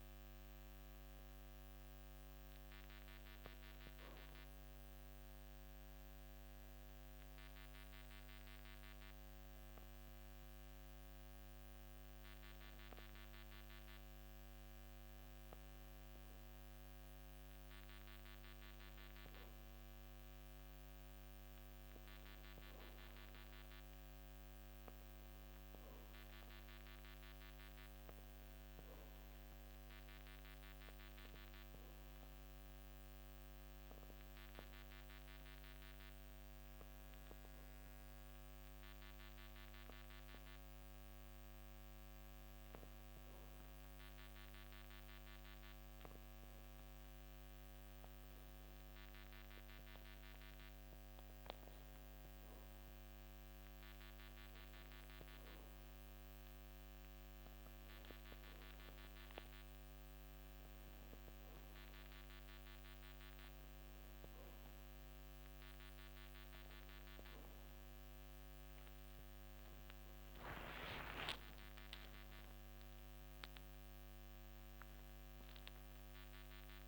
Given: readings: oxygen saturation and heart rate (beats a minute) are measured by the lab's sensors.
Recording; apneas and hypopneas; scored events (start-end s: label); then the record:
a person partly awake in a sleep study, hard to hear, by a microphone on the trachea; 1
5.50-16.50 s: obstructive apnea (oxygen 97% before, 93% lowest, heart rate 57 before, 54 extreme, up 1 after)
19.50-24.00 s: arousal
25.00-43.00 s: oxygen desaturation (device-marked, oxygen 96% before, 93% lowest, heart rate 55 before, 54 extreme)
42.00-76.88 s: new sleep stage, awake
From the record:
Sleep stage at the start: N2 (light sleep); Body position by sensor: on the back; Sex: male